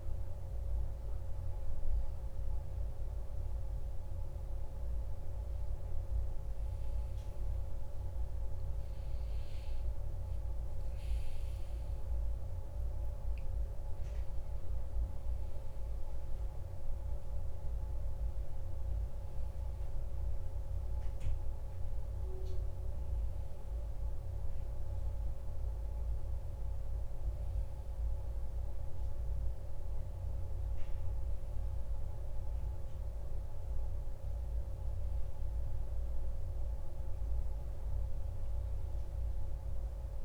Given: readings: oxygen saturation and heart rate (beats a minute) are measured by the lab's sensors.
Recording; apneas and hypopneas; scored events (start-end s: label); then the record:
breathing in sleep, hard to hear, by a room microphone; none
none scored
From the record:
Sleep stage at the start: N1 (lightest sleep); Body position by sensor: on the back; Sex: male